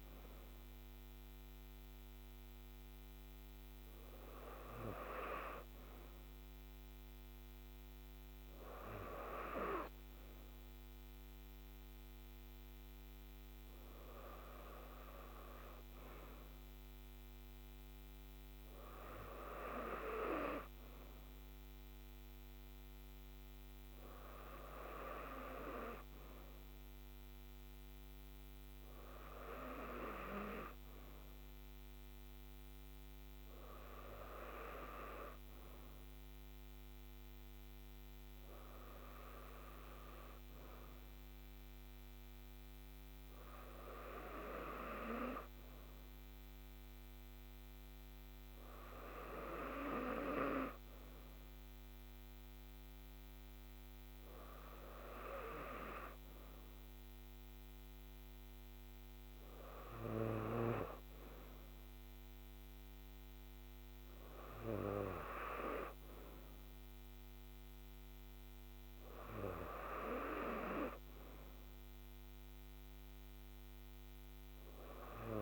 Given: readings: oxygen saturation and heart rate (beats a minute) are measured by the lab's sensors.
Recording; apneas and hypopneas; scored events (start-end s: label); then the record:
breathing in sleep by a microphone on the trachea; none
none scored
From the record:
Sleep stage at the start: N2 (light sleep); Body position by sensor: on the right side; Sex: female